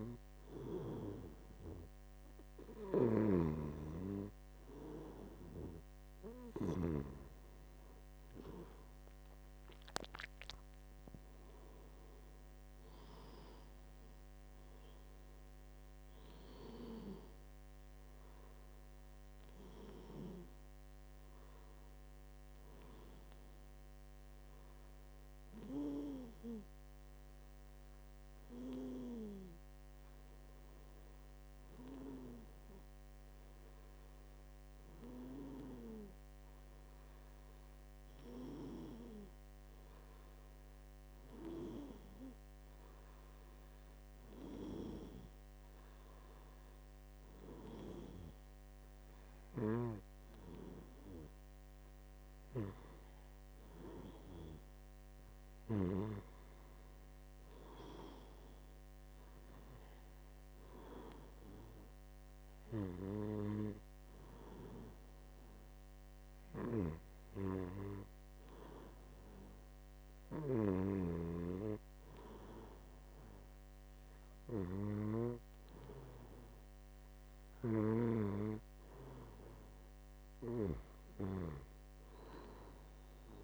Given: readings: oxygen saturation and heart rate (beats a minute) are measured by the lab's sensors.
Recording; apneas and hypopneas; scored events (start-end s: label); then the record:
breathing in sleep by a microphone on the trachea; none
3.00-7.00 s: snoring (device-marked)
From the record:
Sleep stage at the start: N2 (light sleep); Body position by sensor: on the back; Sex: male